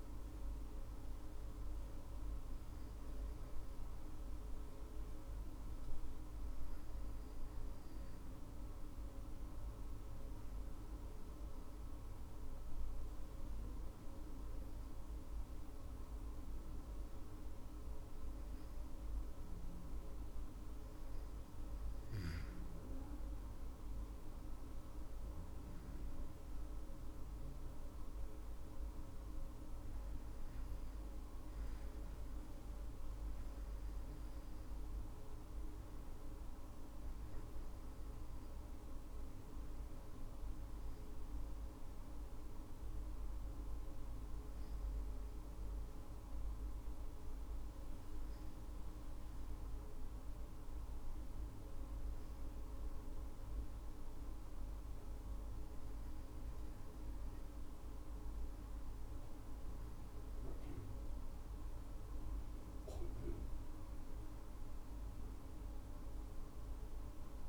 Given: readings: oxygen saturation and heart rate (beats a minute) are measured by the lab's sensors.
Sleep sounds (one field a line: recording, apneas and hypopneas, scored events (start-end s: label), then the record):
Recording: breathing in sleep, hard to hear, by a room microphone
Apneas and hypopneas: 2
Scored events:
8.00-19.00 s: hypopnea (oxygen 98% before, 96% lowest, heart rate 58 before, 52 extreme, up 19 after)
20.50-25.00 s: arousal
40.00-53.00 s: hypopnea (oxygen 98% before, 96% lowest, heart rate 60 before, 50 extreme, up 12 after)
55.50-59.50 s: arousal
From the record:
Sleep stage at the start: N2 (light sleep)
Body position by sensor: on the back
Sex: female